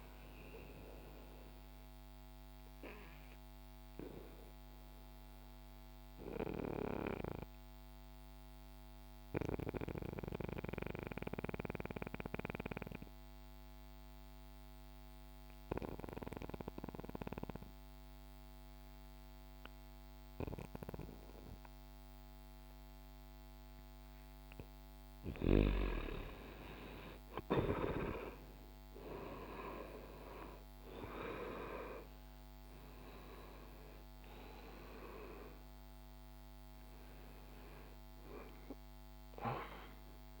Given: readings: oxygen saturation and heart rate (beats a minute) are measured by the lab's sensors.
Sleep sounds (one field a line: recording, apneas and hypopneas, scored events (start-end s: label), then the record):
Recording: breathing in sleep by a microphone on the trachea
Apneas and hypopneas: 1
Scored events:
1.00-23.50 s: obstructive apnea (oxygen 98% before, 89% lowest, heart rate 62 before, 60 extreme, up 2 after)
9.00-23.00 s: oxygen desaturation (device-marked, oxygen 97% before, 91% lowest, heart rate 62 before, 60 extreme)
25.50-30.50 s: arousal
From the record:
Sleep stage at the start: N2 (light sleep)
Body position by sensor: on the back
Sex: male